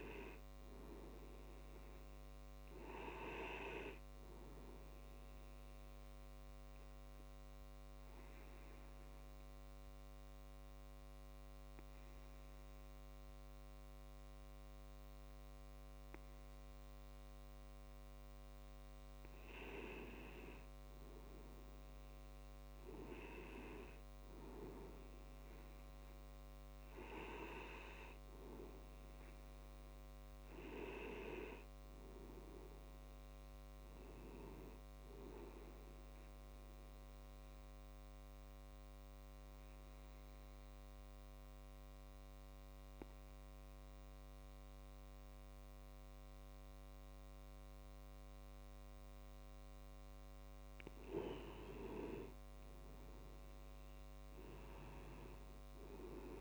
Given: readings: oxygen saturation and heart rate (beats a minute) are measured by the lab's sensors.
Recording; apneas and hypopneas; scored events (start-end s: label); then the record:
breathing in sleep by a microphone on the trachea; 2
0.00-1.50 s: arousal
5.00-18.00 s: oxygen desaturation (device-marked, oxygen 95% before, 92% lowest)
8.00-18.50 s: obstructive apnea (oxygen 95% before, 92% lowest)
20.50-24.00 s: arousal
38.00-51.50 s: obstructive apnea (oxygen 96% before, 92% lowest)
53.50-56.41 s: arousal
From the record:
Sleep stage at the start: N2 (light sleep); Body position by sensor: on the back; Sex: male